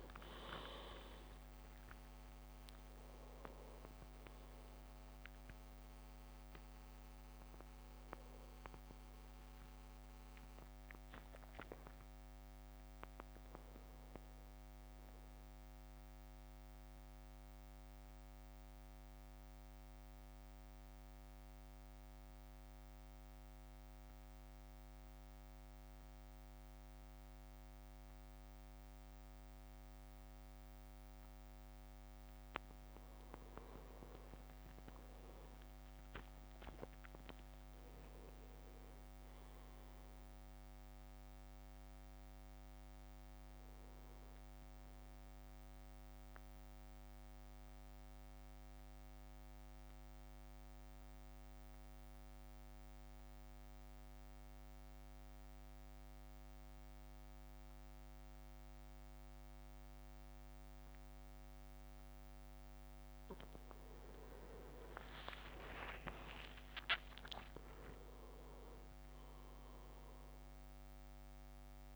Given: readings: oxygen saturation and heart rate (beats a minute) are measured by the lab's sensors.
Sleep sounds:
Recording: breathing in sleep by a microphone on the trachea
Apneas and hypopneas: 2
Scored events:
0.00-10.50 s: oxygen desaturation (device-marked, oxygen 95% lowest, heart rate 57 extreme)
0.00-22.50 s: drop in pulse transit time (device-marked, heart rate 58 extreme)
12.50-14.00 s: leg movement (device-marked)
16.50-32.50 s: mixed apnea (oxygen 99% before, 93% lowest, heart rate 63 before, 53 extreme, up 7 after)
19.50-27.50 s: oxygen desaturation (device-marked, oxygen 96% before, 93% lowest, heart rate 63 before, 54 extreme)
34.50-36.00 s: leg movement (device-marked)
34.50-38.50 s: arousal
40.50-55.50 s: oxygen desaturation (device-marked, oxygen 100% before, 97% lowest, heart rate 60 before, 52 extreme)
47.00-63.00 s: central apnea (oxygen 100% before, 96% lowest, heart rate 59 before, 52 extreme, up 10 after)
64.50-68.50 s: arousal
70.50-71.96 s: oxygen desaturation (device-marked, oxygen 99% before, 96% lowest, heart rate 56 before, 52 extreme)
From the record:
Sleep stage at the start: N2 (light sleep)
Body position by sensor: on the back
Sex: male

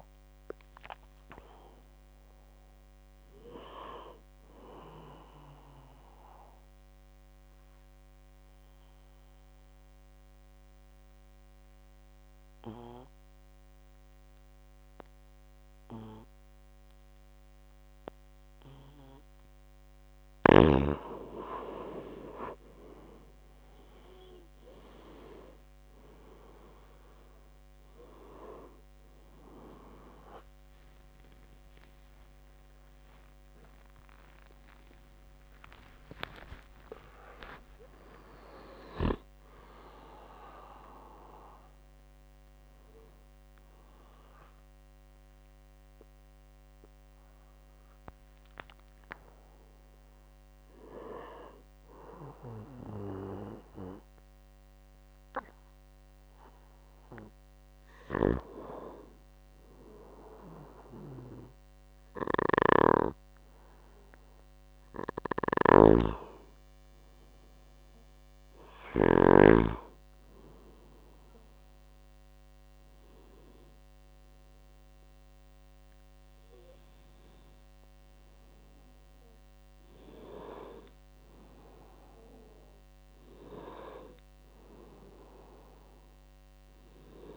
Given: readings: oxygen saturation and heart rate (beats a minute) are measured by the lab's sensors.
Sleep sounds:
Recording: breathing in sleep by a microphone on the trachea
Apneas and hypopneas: 1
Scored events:
0.00-7.50 s: oxygen desaturation (device-marked, oxygen 94% lowest, heart rate 56 extreme)
5.50-20.50 s: obstructive apnea (oxygen 99% before, 88% lowest, heart rate 97 before, 57 extreme, up 39 after)
25.50-58.50 s: oxygen desaturation (device-marked, oxygen 98% before, 88% lowest, heart rate 60 before, 56 extreme)
26.50-39.50 s: tachycardia (device-marked, heart rate 69 before, 159 extreme)
27.00-33.50 s: arousal
65.00-69.00 s: snoring (device-marked)
76.00-80.50 s: arousal
From the record:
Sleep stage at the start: N2 (light sleep)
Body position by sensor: on the back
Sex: male

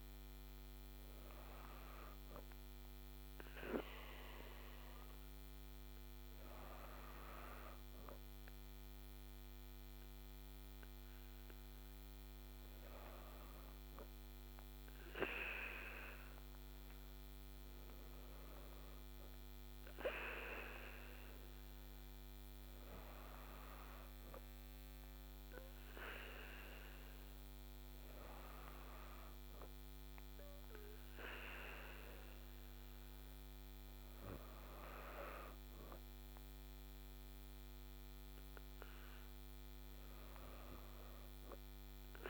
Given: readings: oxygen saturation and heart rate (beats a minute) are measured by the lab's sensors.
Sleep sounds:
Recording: breathing in sleep by a microphone on the trachea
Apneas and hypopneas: none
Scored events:
0.00-17.00 s: oxygen desaturation (device-marked, oxygen 93% lowest, heart rate 75 extreme)
From the record:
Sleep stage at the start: N2 (light sleep)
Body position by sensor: on the back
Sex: female

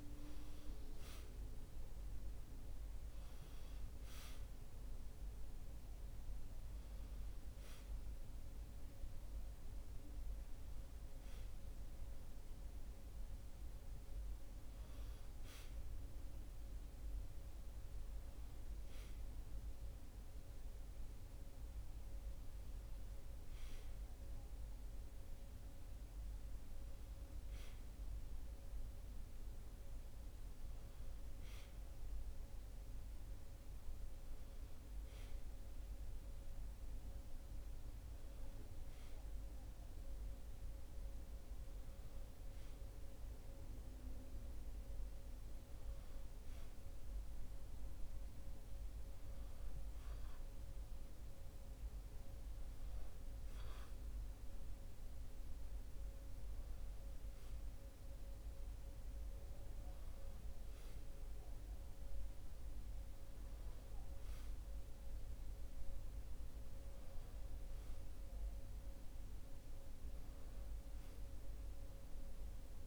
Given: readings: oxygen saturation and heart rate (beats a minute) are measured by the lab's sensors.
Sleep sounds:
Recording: a person awake in a sleep study, hard to hear, by a room microphone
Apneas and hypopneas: none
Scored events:
none scored
From the record:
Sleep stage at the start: awake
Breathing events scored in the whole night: 440 in 6.9 hours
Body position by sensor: on the back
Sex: male

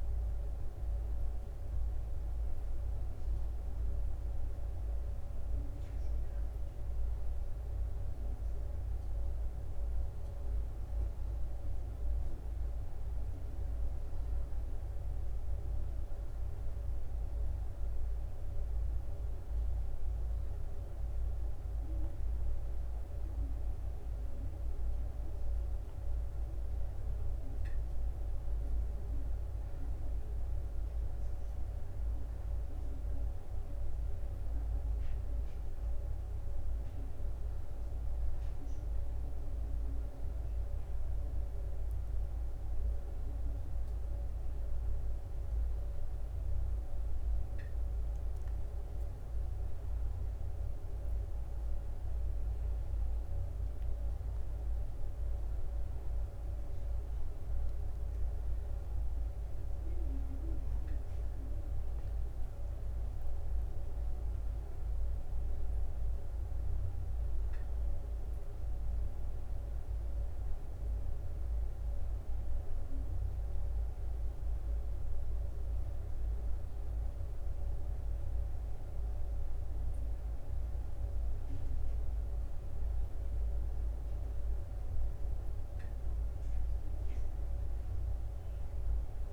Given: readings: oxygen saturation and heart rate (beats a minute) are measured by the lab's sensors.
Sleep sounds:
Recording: breathing in sleep, hard to hear, by a room microphone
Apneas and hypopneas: none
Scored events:
18.00-23.00 s: arousal
86.50-89.33 s: new sleep stage, N2 (light sleep)
From the record:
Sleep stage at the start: N1 (lightest sleep)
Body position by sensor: on the back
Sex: male

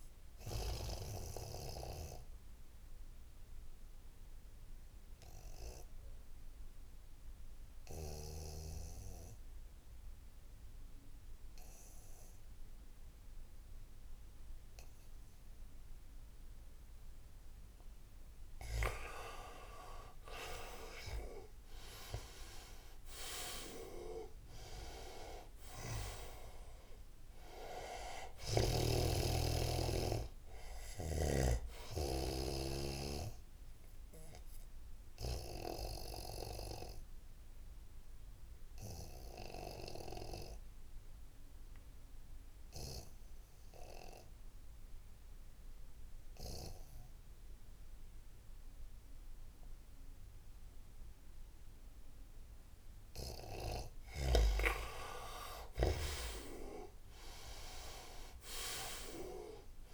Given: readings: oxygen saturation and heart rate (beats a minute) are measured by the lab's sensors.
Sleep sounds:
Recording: breathing in sleep by a room microphone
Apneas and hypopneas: 2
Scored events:
0.00-8.50 s: oxygen desaturation (device-marked, oxygen 89% lowest, heart rate 70 extreme)
0.50-18.50 s: obstructive apnea (oxygen 99% before, 87% lowest, heart rate 76 before, 76 extreme, up 9 after)
20.00-23.50 s: arousal
20.50-42.50 s: oxygen desaturation (device-marked, oxygen 98% before, 88% lowest, heart rate 81 before, 74 extreme)
33.50-53.00 s: obstructive apnea (oxygen 99% before, 87% lowest, heart rate 80 before, 74 extreme, up 3 after)
54.50-57.00 s: arousal
55.50-59.94 s: oxygen desaturation (device-marked, oxygen 98% before, 87% lowest, heart rate 80 before, 74 extreme)
From the record:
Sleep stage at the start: N2 (light sleep)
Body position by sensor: on the right side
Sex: male

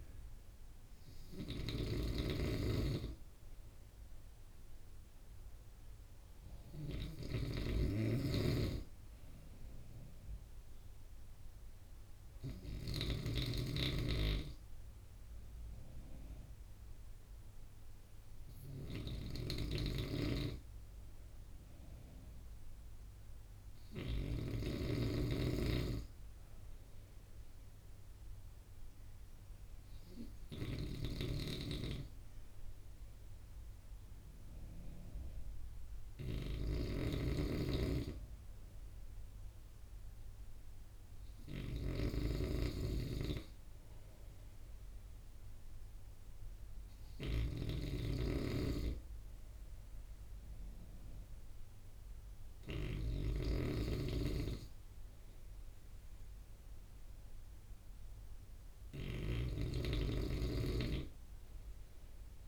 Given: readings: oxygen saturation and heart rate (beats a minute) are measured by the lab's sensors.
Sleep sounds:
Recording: breathing in sleep by a room microphone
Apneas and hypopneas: none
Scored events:
0.00-24.50 s: snoring (device-marked)
30.50-62.48 s: snoring (device-marked)
From the record:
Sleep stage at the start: N2 (light sleep)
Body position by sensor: on the right side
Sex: male

